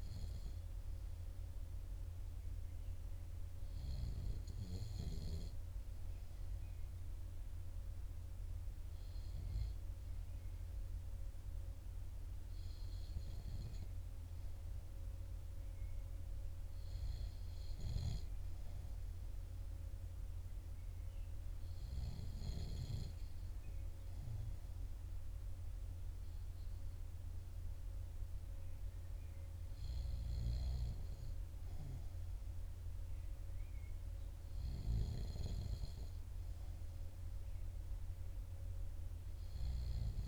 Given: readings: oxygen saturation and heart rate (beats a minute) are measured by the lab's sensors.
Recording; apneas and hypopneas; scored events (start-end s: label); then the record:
breathing in sleep by a room microphone; none
none scored
From the record:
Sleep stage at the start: REM sleep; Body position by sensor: on the back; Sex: male